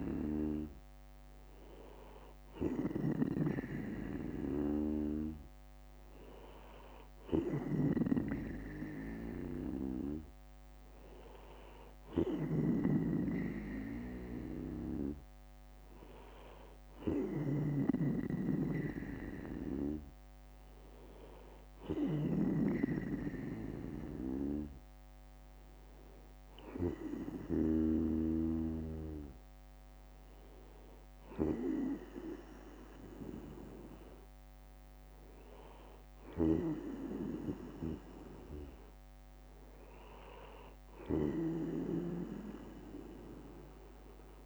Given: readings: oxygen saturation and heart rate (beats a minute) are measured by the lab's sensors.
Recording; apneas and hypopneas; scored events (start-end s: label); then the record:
breathing in sleep by a microphone on the trachea; none
16.50-18.50 s: bradycardia (device-marked, heart rate 62 before, 62 extreme)
26.50-28.50 s: bradycardia (device-marked, heart rate 63 before, 62 extreme)
35.50-37.50 s: bradycardia (device-marked, heart rate 62 before, 66 extreme)
From the record:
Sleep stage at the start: N2 (light sleep); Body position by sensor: on the back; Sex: male